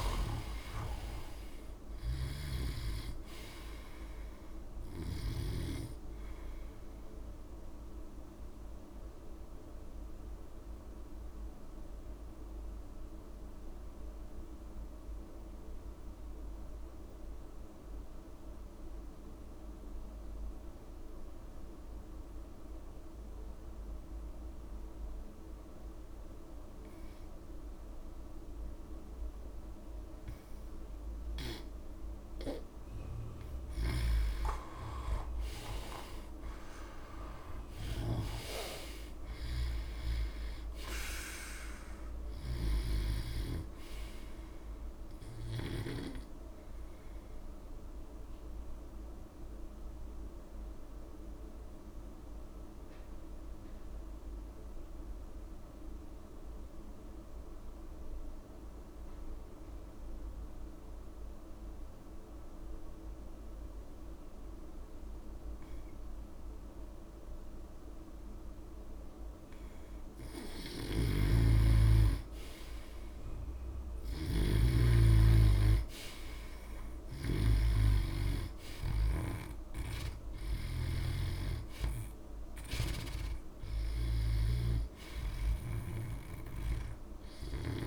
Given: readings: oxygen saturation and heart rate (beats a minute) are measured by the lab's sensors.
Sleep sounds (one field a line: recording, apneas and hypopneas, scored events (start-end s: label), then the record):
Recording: breathing in sleep by a room microphone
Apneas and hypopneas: 2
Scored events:
0.00-3.00 s: arousal
5.50-10.50 s: oxygen desaturation (device-marked, oxygen 95% before, 90% lowest)
9.00-31.50 s: obstructive apnea (oxygen 95% before, 87% lowest)
34.00-37.50 s: arousal
34.50-57.50 s: oxygen desaturation (device-marked, oxygen 99% before, 87% lowest)
47.50-70.00 s: obstructive apnea (oxygen 99% before, 87% lowest)
71.00-74.50 s: snoring (device-marked)
71.50-75.00 s: arousal
71.50-87.87 s: oxygen desaturation (device-marked, oxygen 98% before, 88% lowest)
From the record:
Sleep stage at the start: N2 (light sleep)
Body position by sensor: on the back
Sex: male